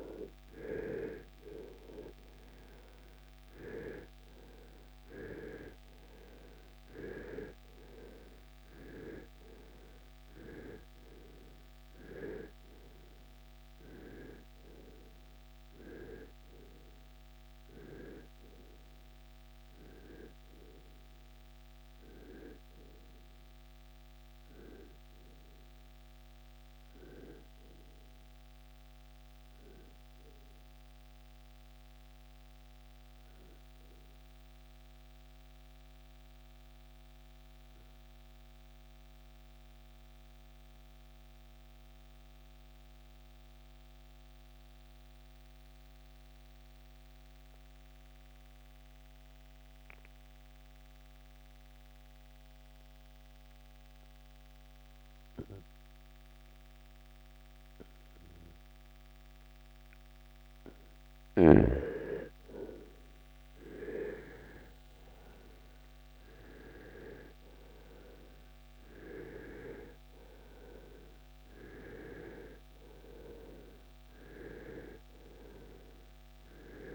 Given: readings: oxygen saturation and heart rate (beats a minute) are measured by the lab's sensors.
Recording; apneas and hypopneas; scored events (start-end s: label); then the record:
breathing in sleep by a microphone on the trachea; 1
0.00-2.50 s: arousal
22.00-47.00 s: oxygen desaturation (device-marked, oxygen 94% before, 83% lowest, heart rate 76 before, 55 extreme)
34.50-60.50 s: mixed apnea (oxygen 95% before, 83% lowest, heart rate 79 before, 55 extreme, up 8 after)
62.50-67.50 s: arousal
67.00-76.95 s: oxygen desaturation (device-marked, oxygen 97% before, 83% lowest, heart rate 59 before, 57 extreme)
From the record:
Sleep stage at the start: REM sleep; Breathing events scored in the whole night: 201 in 3.8 hours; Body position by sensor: on the right side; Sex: male